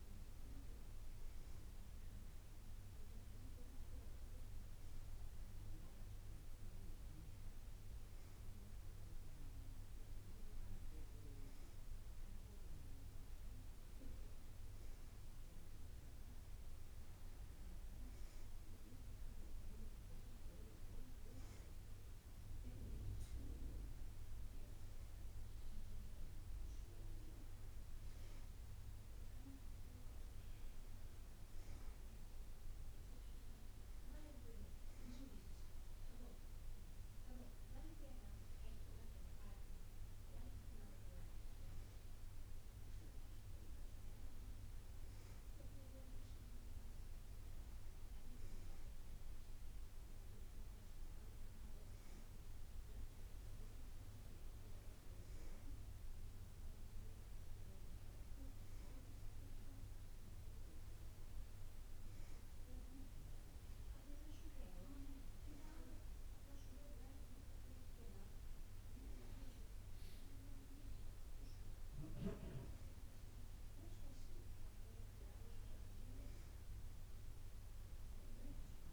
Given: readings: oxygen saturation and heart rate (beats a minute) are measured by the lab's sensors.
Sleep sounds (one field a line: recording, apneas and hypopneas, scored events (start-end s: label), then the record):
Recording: breathing in sleep, hard to hear, by a room microphone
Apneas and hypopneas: none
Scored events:
none scored
From the record:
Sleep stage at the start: N2 (light sleep)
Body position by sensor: on the back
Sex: female